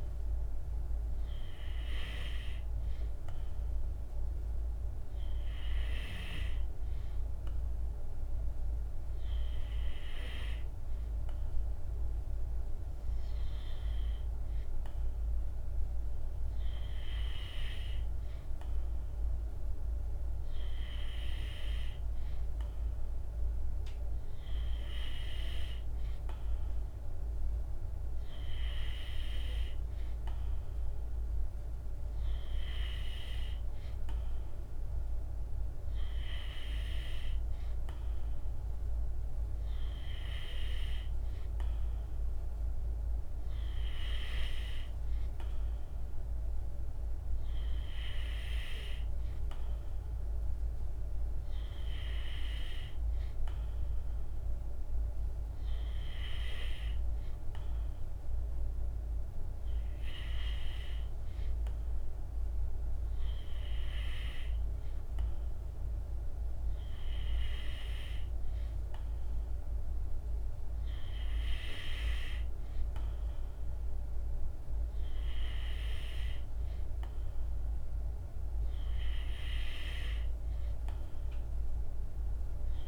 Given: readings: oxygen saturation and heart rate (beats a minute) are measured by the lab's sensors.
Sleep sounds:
breathing in sleep by a room microphone; none
none scored
From the record:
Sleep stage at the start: N2 (light sleep); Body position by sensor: on the back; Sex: male

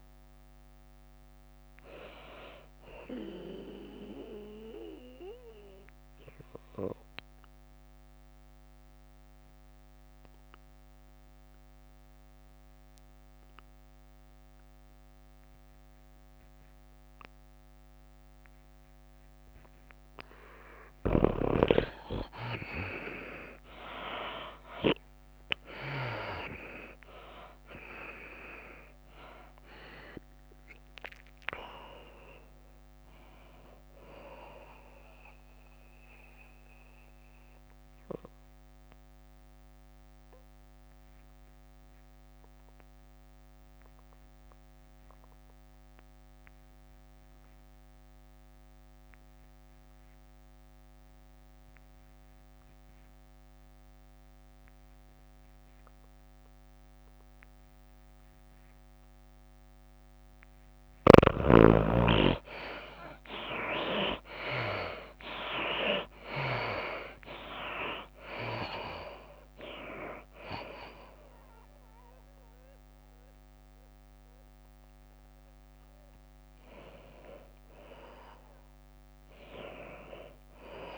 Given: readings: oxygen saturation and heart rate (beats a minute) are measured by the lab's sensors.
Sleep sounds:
breathing in sleep by a microphone on the trachea; 2
0.00-4.00 s: drop in pulse transit time (device-marked, heart rate 104 extreme)
0.00-10.00 s: oxygen desaturation (device-marked, oxygen 72% lowest, heart rate 97 extreme)
0.00-13.00 s: tachycardia (device-marked, heart rate 143 extreme)
7.00-9.00 s: long interval between heartbeats (device-marked, heart rate 114 before, 111 extreme)
8.00-20.50 s: mixed apnea (oxygen 94% before, 71% lowest, heart rate 113 before, 97 extreme, up 6 after)
10.50-12.50 s: long interval between heartbeats (device-marked, heart rate 111 before, 119 extreme)
23.00-41.00 s: tachycardia (device-marked, heart rate 107 before, 108 extreme)
24.00-48.00 s: oxygen desaturation (device-marked, oxygen 96% before, 78% lowest, heart rate 106 before, 91 extreme)
27.00-32.00 s: arousal
27.00-41.00 s: drop in pulse transit time (device-marked, heart rate 105 before, 102 extreme)
38.50-60.50 s: obstructive apnea (oxygen 97% before, 71% lowest, heart rate 102 before, 91 extreme, up 4 after)
53.00-80.98 s: oxygen desaturation (device-marked, oxygen 97% before, 71% lowest, heart rate 102 before, 91 extreme)
63.50-68.50 s: arousal
66.00-68.00 s: long interval between heartbeats (device-marked, heart rate 96 before, 91 extreme)
68.00-80.98 s: drop in pulse transit time (device-marked, heart rate 95 before, 93 extreme)
70.00-80.98 s: tachycardia (device-marked, heart rate 107 before, 108 extreme)
From the record:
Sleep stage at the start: N2 (light sleep); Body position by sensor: on the back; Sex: female

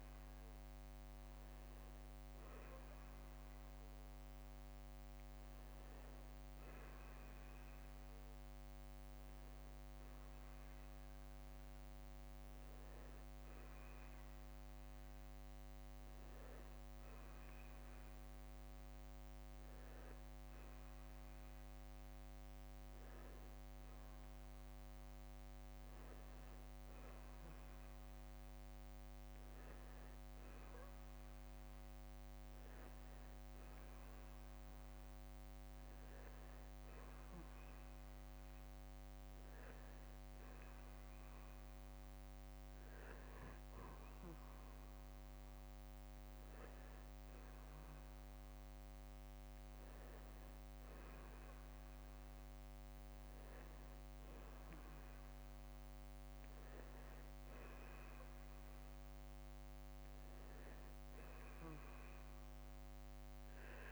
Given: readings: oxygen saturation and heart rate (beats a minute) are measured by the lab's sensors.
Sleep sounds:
breathing in sleep, hard to hear, by a microphone on the trachea; none
5.00-7.00 s: long interval between heartbeats (device-marked, heart rate 54 before, 54 extreme)
40.50-42.50 s: long interval between heartbeats (device-marked, heart rate 60 before, 66 extreme)
From the record:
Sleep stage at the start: N2 (light sleep); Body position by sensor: on the back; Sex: male

